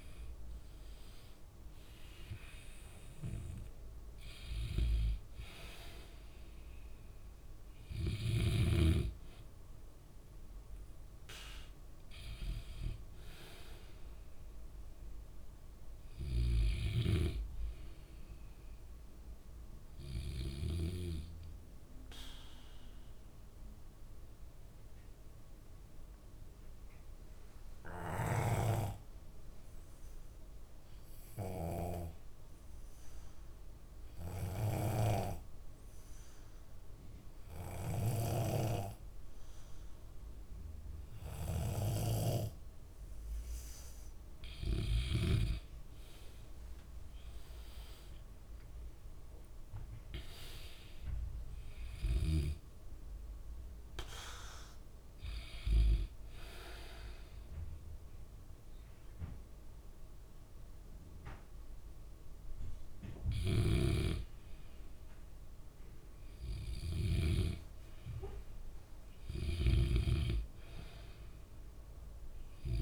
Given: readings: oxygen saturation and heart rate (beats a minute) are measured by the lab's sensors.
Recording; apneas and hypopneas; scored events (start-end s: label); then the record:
breathing in sleep by a room microphone; 1
0.00-2.00 s: arousal
0.00-17.50 s: oxygen desaturation (device-marked, oxygen 92% lowest, heart rate 60 extreme)
22.00-43.50 s: obstructive apnea (oxygen 97% before, 91% lowest, heart rate 66 before, 59 extreme, up 14 after)
46.00-49.50 s: arousal
47.50-68.50 s: oxygen desaturation (device-marked, oxygen 96% before, 91% lowest, heart rate 65 before, 59 extreme)
70.00-72.82 s: snoring (device-marked)
From the record:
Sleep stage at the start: N2 (light sleep); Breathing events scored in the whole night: 235 in 4.1 hours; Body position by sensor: on the back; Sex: male